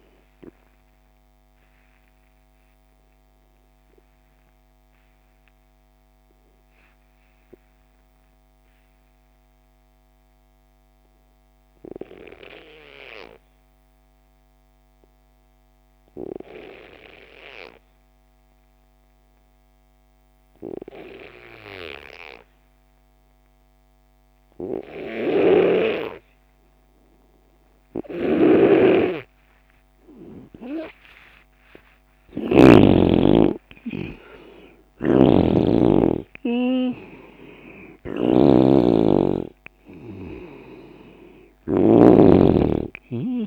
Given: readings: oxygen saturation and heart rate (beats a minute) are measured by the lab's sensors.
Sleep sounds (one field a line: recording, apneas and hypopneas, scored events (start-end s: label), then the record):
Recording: breathing in sleep by a microphone on the trachea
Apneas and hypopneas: 1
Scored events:
0.00-17.50 s: oxygen desaturation (device-marked, oxygen 90% lowest)
1.50-27.50 s: obstructive apnea (oxygen 98% before, 86% lowest)
25.00-32.50 s: snoring (device-marked)
26.50-43.47 s: oxygen desaturation (device-marked, oxygen 97% before, 86% lowest)
31.00-36.50 s: arousal
34.50-42.00 s: snoring (device-marked)
From the record:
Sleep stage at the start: N2 (light sleep)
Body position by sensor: on the left side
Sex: male